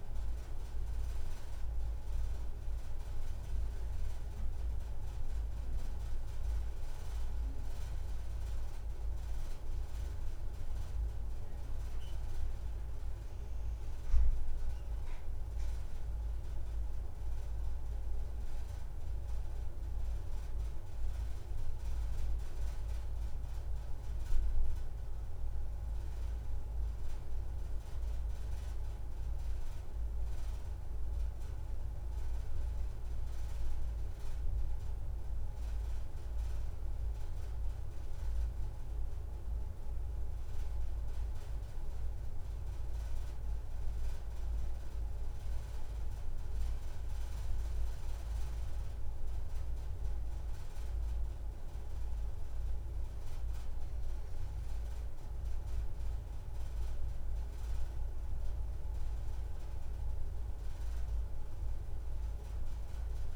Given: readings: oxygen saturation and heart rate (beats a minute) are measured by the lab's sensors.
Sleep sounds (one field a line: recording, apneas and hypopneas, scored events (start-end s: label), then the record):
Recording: breathing in sleep, hard to hear, by a room microphone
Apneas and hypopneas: none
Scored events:
none scored
From the record:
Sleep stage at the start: N2 (light sleep)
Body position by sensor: on the back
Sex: female